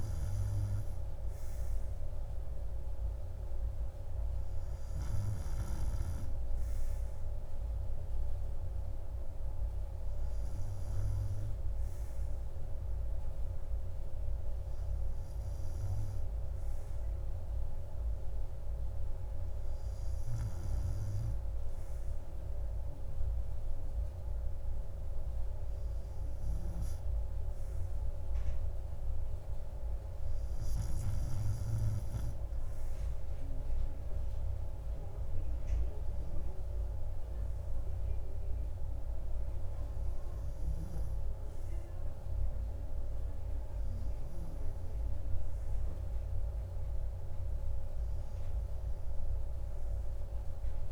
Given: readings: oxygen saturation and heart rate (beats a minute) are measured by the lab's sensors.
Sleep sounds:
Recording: breathing in sleep, hard to hear, by a room microphone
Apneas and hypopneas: none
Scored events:
29.00-50.92 s: new sleep stage, REM sleep
From the record:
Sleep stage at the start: N2 (light sleep)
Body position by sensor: on the right side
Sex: male

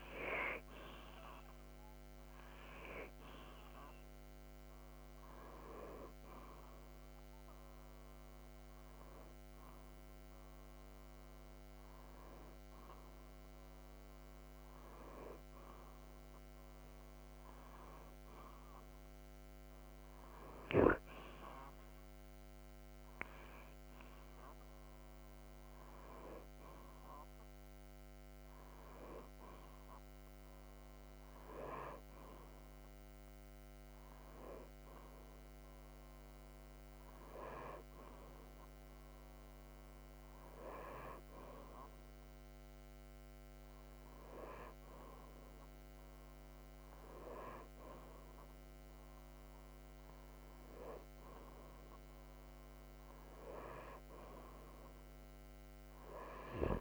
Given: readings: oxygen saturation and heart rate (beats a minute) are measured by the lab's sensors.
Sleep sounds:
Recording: breathing in sleep by a microphone on the trachea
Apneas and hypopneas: none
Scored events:
none scored
From the record:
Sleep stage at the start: N2 (light sleep)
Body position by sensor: upright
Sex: male

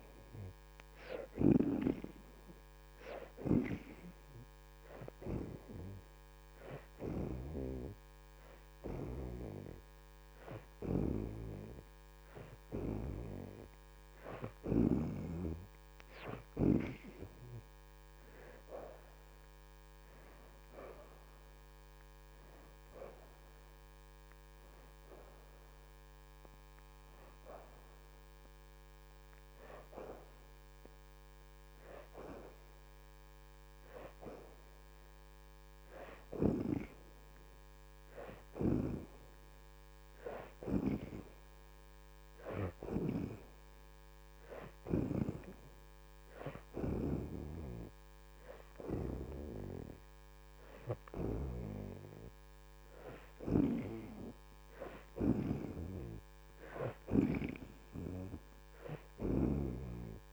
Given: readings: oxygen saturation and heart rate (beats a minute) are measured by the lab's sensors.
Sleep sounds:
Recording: breathing in sleep by a microphone on the trachea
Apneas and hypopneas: none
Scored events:
0.00-18.50 s: oxygen desaturation (device-marked, oxygen 63% lowest, heart rate 102 extreme)
35.50-48.50 s: oxygen desaturation (device-marked, oxygen 65% before, 60% lowest, heart rate 115 before, 100 extreme)
From the record:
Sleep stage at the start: N2 (light sleep)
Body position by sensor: on the back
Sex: female

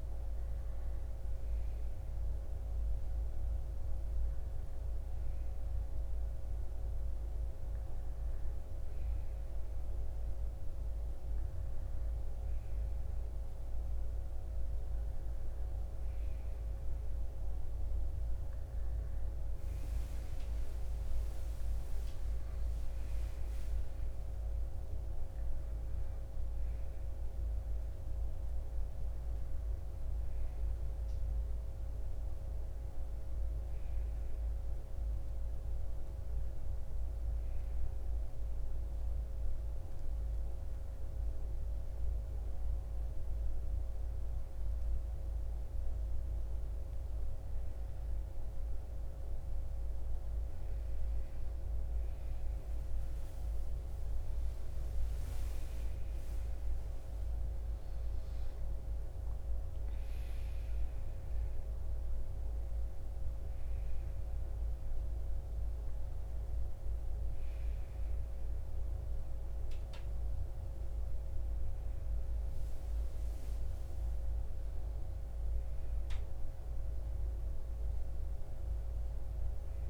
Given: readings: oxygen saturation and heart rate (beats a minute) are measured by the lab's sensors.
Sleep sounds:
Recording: breathing in sleep, hard to hear, by a room microphone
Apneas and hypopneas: 1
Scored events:
0.00-9.00 s: oxygen desaturation (device-marked, oxygen 92% lowest, heart rate 62 extreme)
31.50-35.00 s: arousal
38.50-51.00 s: hypopnea (oxygen 94% before, 90% lowest, heart rate 65 before, 61 extreme, up 7 after)
52.00-57.00 s: arousal
57.00-76.00 s: oxygen desaturation (device-marked, oxygen 95% before, 90% lowest, heart rate 62 before, 61 extreme)
From the record:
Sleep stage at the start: N1 (lightest sleep)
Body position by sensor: on the right side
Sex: male

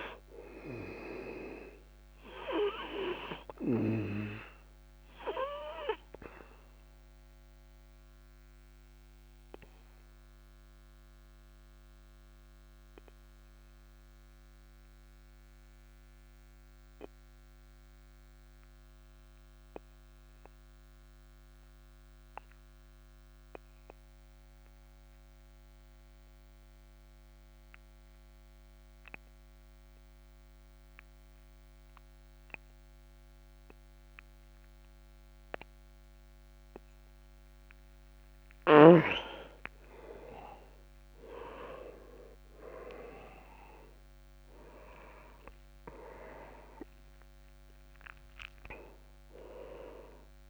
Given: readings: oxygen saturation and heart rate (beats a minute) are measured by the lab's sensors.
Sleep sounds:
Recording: breathing in sleep by a microphone on the trachea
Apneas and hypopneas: 1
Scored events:
0.00-25.50 s: oxygen desaturation (device-marked, oxygen 92% lowest, heart rate 27 extreme)
6.00-38.50 s: obstructive apnea (oxygen 100% before, 90% lowest, heart rate 62 before, 27 extreme, up 19 after)
40.50-50.50 s: oxygen desaturation (device-marked, oxygen 99% before, 90% lowest, heart rate 40 before, 30 extreme)
41.50-46.00 s: arousal
From the record:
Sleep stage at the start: N2 (light sleep)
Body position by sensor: on the back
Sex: male

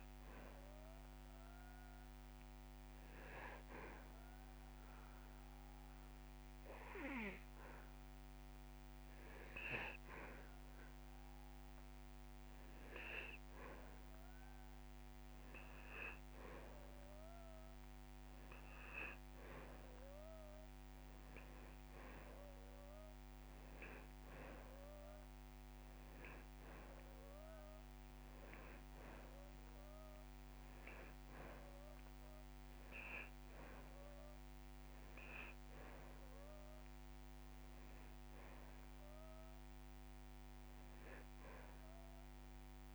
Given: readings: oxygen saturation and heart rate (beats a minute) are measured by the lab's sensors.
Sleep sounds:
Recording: breathing in sleep by a microphone on the trachea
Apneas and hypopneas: 1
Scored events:
0.00-3.50 s: oxygen desaturation (device-marked, oxygen 89% lowest)
1.50-13.00 s: hypopnea (oxygen 97% before, 94% lowest)
16.00-18.00 s: long interval between heartbeats (device-marked)
16.00-19.00 s: arousal
41.50-42.95 s: long interval between heartbeats (device-marked)
From the record:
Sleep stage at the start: N2 (light sleep)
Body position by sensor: on the back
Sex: male

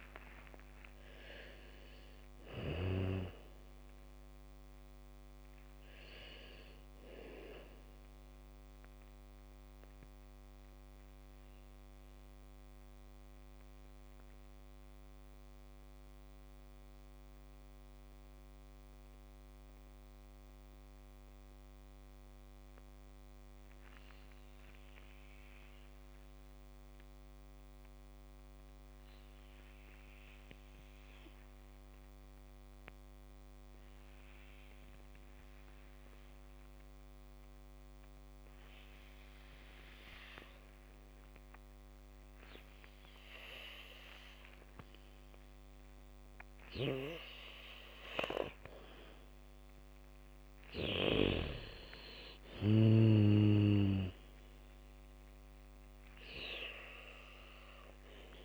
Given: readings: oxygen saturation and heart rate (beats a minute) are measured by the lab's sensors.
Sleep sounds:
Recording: breathing in sleep by a microphone on the trachea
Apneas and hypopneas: 1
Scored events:
0.00-20.50 s: oxygen desaturation (device-marked, oxygen 77% lowest, heart rate 50 extreme)
11.00-46.50 s: mixed apnea (oxygen 98% before, 77% lowest, heart rate 66 before, 56 extreme, up 11 after)
32.50-58.45 s: oxygen desaturation (device-marked, oxygen 99% before, 78% lowest, heart rate 76 before, 46 extreme)
38.50-41.50 s: bradycardia (device-marked, heart rate 69 before, 60 extreme)
42.50-45.50 s: bradycardia (device-marked, heart rate 69 before, 56 extreme)
49.00-52.50 s: arousal
From the record:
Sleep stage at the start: N2 (light sleep)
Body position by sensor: on the back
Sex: female

